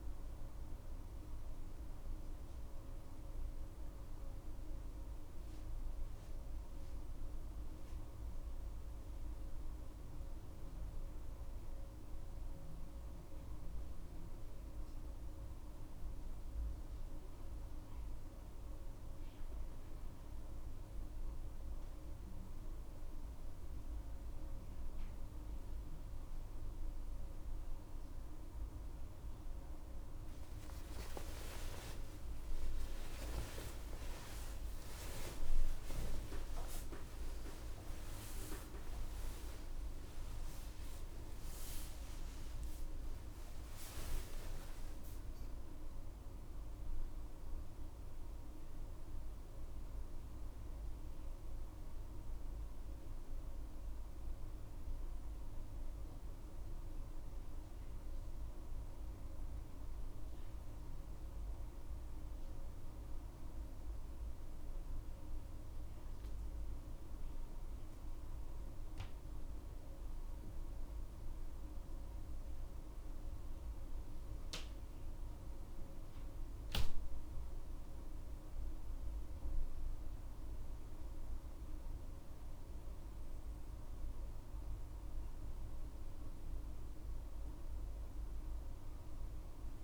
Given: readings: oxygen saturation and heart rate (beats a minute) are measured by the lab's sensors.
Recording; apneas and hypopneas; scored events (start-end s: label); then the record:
a person awake in a sleep study, by a room microphone; none
none scored
From the record:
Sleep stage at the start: awake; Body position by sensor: on the back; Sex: female